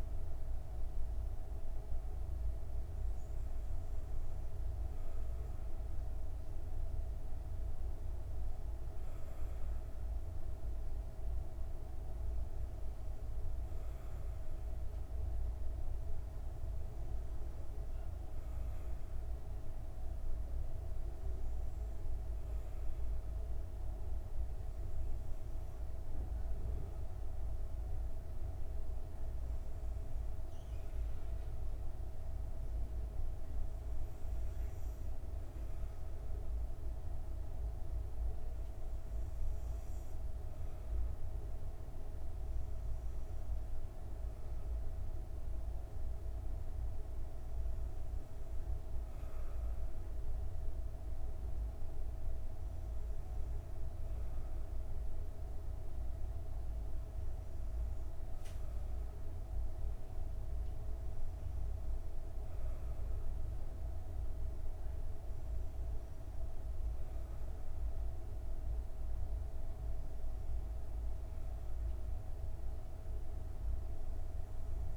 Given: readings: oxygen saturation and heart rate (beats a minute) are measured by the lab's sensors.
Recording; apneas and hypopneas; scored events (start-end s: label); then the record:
breathing in sleep, hard to hear, by a room microphone; none
7.00-74.96 s: new sleep stage, N2 (light sleep)
From the record:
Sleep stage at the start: N1 (lightest sleep); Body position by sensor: on the back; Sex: female